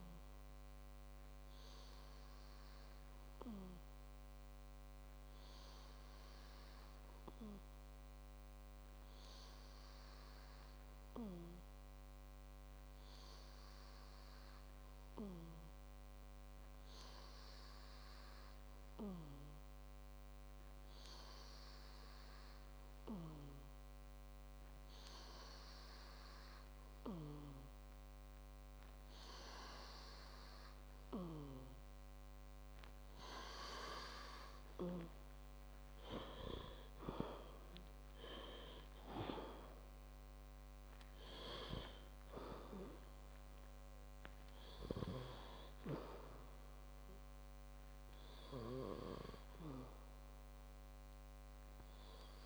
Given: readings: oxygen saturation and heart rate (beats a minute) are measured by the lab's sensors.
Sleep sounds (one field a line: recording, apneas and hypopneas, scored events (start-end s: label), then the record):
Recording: breathing in sleep by a microphone on the trachea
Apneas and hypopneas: 1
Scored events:
10.50-29.50 s: hypopnea (oxygen 98% before, 94% lowest, heart rate 108 before, 63 extreme)
37.00-41.00 s: arousal
From the record:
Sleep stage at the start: N2 (light sleep)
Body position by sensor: on the back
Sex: male